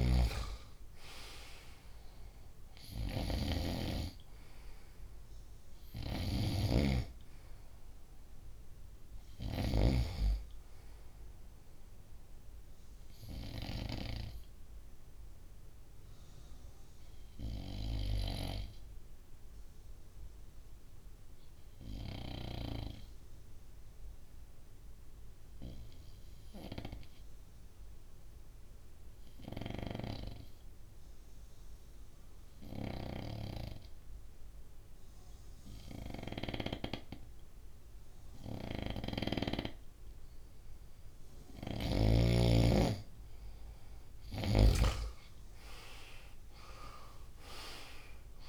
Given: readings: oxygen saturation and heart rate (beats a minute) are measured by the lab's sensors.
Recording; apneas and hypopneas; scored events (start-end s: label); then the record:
breathing in sleep by a room microphone; 1
0.00-9.50 s: snoring (device-marked)
0.00-20.00 s: oxygen desaturation (device-marked, oxygen 93% lowest, heart rate 62 extreme)
12.50-40.00 s: obstructive apnea (oxygen 97% before, 93% lowest, heart rate 67 before, 62 extreme, up 4 after)
35.50-39.00 s: snoring (device-marked)
42.00-48.49 s: oxygen desaturation (device-marked, oxygen 97% before, 93% lowest, heart rate 65 before, 62 extreme)
44.50-48.49 s: arousal
From the record:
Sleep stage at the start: N2 (light sleep); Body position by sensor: on the front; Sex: male